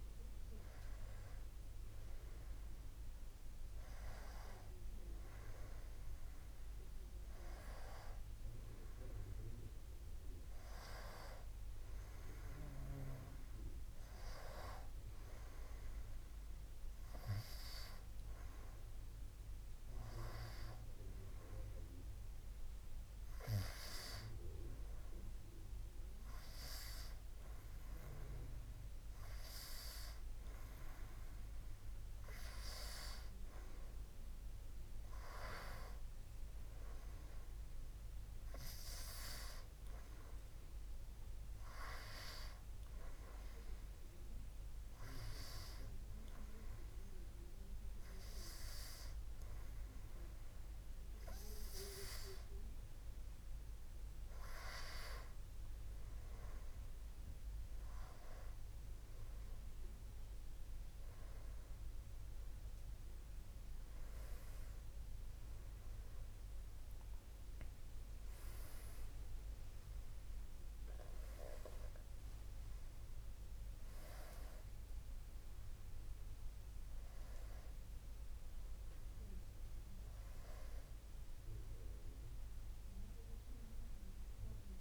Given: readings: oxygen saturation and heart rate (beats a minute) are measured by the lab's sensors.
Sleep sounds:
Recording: breathing in sleep by a room microphone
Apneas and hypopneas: none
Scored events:
none scored
From the record:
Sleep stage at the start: N2 (light sleep)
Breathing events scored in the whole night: 338 in 4.0 hours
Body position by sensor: on the back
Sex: male

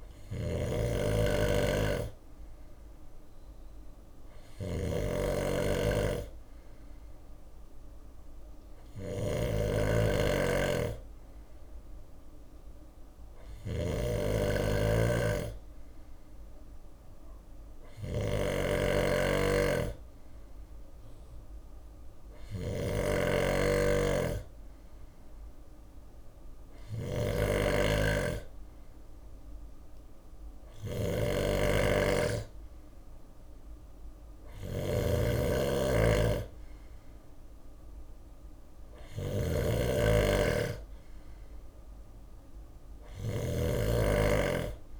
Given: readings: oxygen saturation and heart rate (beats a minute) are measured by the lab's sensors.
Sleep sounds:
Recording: breathing in sleep by a room microphone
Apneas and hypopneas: none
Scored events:
0.00-45.00 s: snoring (device-marked)
5.50-26.50 s: bradycardia (device-marked, heart rate 62 before, 56 extreme)
27.50-45.00 s: bradycardia (device-marked, heart rate 62 before, 56 extreme)
From the record:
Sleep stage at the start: N2 (light sleep)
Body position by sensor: on the left side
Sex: male

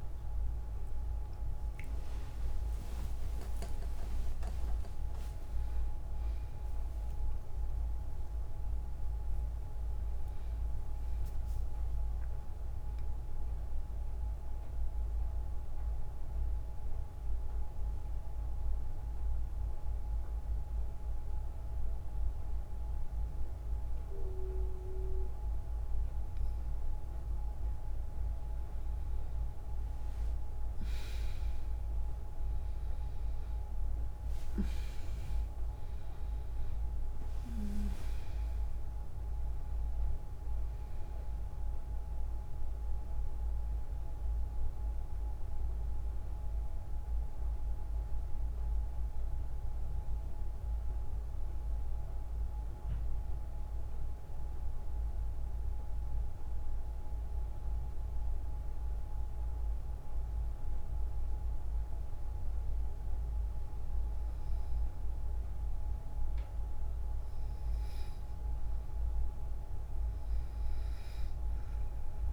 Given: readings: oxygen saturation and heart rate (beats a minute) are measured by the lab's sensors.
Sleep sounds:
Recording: breathing in sleep, hard to hear, by a room microphone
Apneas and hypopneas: 2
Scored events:
0.00-18.00 s: oxygen desaturation (device-marked, oxygen 94% lowest, heart rate 51 extreme)
1.00-61.00 s: new sleep stage, N1 (lightest sleep)
4.00-6.00 s: long interval between heartbeats (device-marked, heart rate 65 before, 72 extreme)
11.00-15.50 s: arousal
18.00-28.50 s: mixed apnea (oxygen 99% before, 91% lowest, heart rate 68 before, 51 extreme, up 10 after)
30.50-34.50 s: arousal
34.00-55.00 s: oxygen desaturation (device-marked, oxygen 98% before, 91% lowest, heart rate 59 before, 53 extreme)
53.00-64.50 s: obstructive apnea (oxygen 98% before, 91% lowest, heart rate 60 before, 55 extreme, up 8 after)
61.00-72.33 s: new sleep stage, N2 (light sleep)
66.50-70.00 s: arousal
From the record:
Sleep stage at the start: N2 (light sleep)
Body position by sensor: on the right side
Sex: female

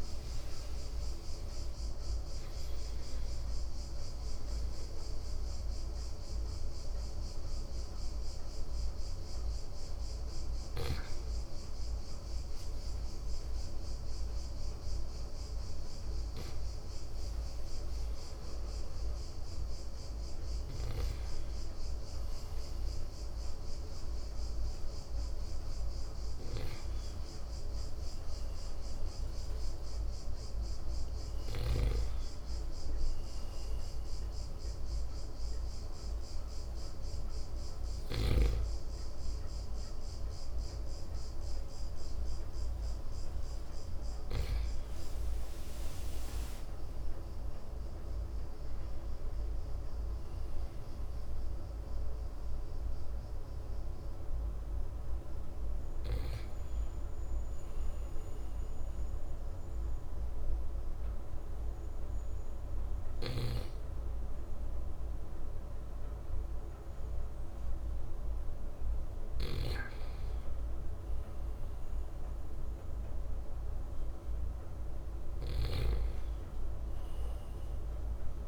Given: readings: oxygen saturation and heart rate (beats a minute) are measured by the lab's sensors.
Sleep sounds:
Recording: breathing in sleep, hard to hear, by a room microphone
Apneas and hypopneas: 1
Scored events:
0.00-12.00 s: oxygen desaturation (device-marked, oxygen 87% lowest, heart rate 49 extreme)
48.00-51.50 s: arousal
57.00-69.50 s: hypopnea (oxygen 98% before, 92% lowest, heart rate 61 before, 57 extreme, up 2 after)
71.50-75.00 s: arousal
75.50-78.48 s: snoring (device-marked)
From the record:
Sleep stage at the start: N2 (light sleep)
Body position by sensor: on the right side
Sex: male

